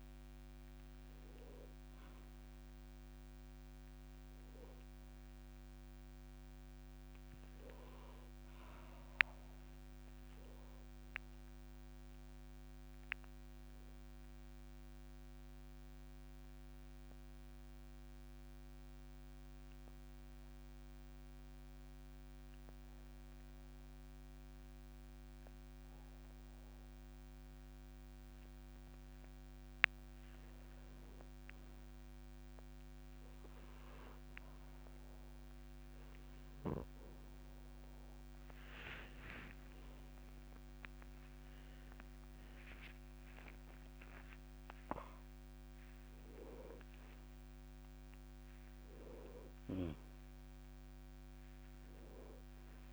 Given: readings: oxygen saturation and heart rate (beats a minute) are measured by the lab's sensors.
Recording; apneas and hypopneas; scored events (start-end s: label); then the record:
a person partly awake in a sleep study, by a microphone on the trachea; 1
0.00-24.50 s: oxygen desaturation (device-marked, oxygen 91% lowest, heart rate 56 extreme)
16.00-29.50 s: obstructive apnea (oxygen 96% before, 91% lowest, heart rate 63 before, 61 extreme, up 3 after)
36.50-52.93 s: new sleep stage, awake
39.50-52.93 s: oxygen desaturation (device-marked, oxygen 98% before, 93% lowest, heart rate 63 before, 59 extreme)
From the record:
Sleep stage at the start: N2 (light sleep); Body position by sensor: on the back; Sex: male